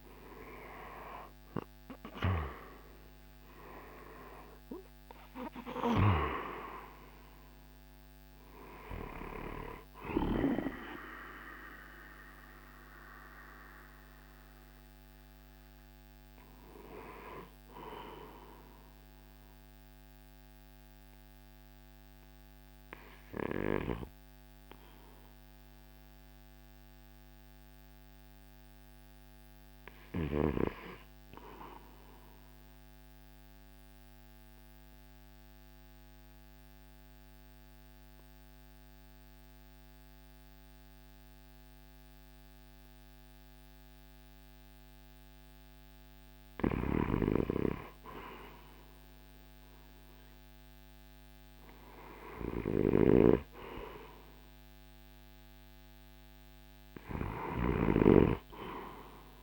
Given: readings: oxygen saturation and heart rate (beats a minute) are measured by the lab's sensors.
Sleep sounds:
breathing in sleep by a microphone on the trachea; 1
0.00-2.50 s: arousal
0.00-36.50 s: oxygen desaturation (device-marked, oxygen 79% lowest, heart rate 53 extreme)
1.50-15.50 s: drop in pulse transit time (device-marked, heart rate 53 before, 59 extreme)
32.00-45.50 s: obstructive apnea (oxygen 92% before, 83% lowest, heart rate 58 before, 53 extreme, up 5 after)
48.00-53.50 s: arousal
52.50-58.00 s: snoring (device-marked)
From the record:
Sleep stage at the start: REM sleep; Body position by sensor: on the right side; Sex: male

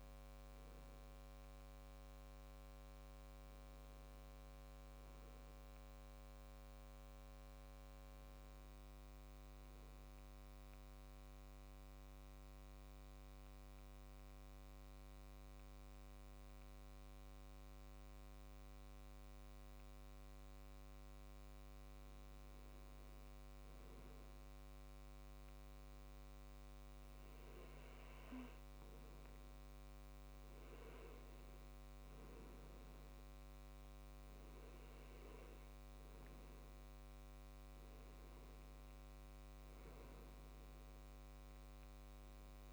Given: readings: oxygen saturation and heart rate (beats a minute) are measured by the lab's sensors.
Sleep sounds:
breathing in sleep, hard to hear, by a microphone on the trachea; 1
9.50-21.00 s: obstructive apnea (oxygen 97% before, 93% lowest, heart rate 69 before, 66 extreme, up 2 after)
25.00-28.50 s: arousal
30.00-39.00 s: oxygen desaturation (device-marked, oxygen 96% before, 93% lowest, heart rate 67 before, 65 extreme)
From the record:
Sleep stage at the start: N2 (light sleep); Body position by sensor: on the left side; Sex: male

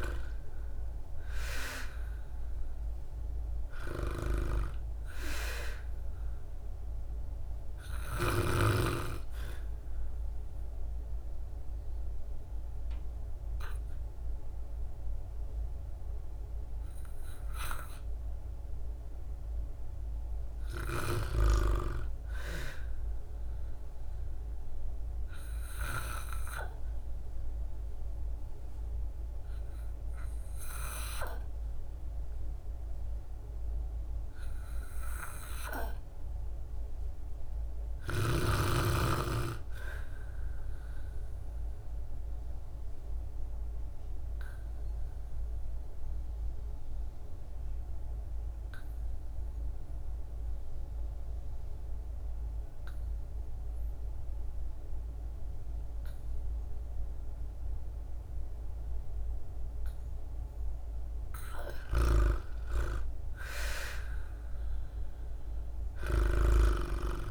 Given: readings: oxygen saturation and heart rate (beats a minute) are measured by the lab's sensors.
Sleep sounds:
breathing in sleep by a room microphone; 3
0.00-2.50 s: arousal
0.00-19.50 s: oxygen desaturation (device-marked, oxygen 82% lowest, heart rate 52 extreme)
9.50-19.50 s: obstructive apnea (oxygen 98% before, 82% lowest, heart rate 55 before, 61 extreme, up 2 after)
21.50-24.50 s: arousal
25.50-35.50 s: obstructive apnea (oxygen 98% before, 84% lowest, heart rate 65 before, 54 extreme, up 1 after)
37.50-40.50 s: arousal
44.00-59.00 s: obstructive apnea (oxygen 98% before, 84% lowest, heart rate 63 before, 54 extreme, up 5 after)
60.50-67.31 s: oxygen desaturation (device-marked, oxygen 96% before, 84% lowest, heart rate 57 before, 59 extreme)
61.50-66.00 s: arousal
From the record:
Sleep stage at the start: REM sleep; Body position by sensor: on the back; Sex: female

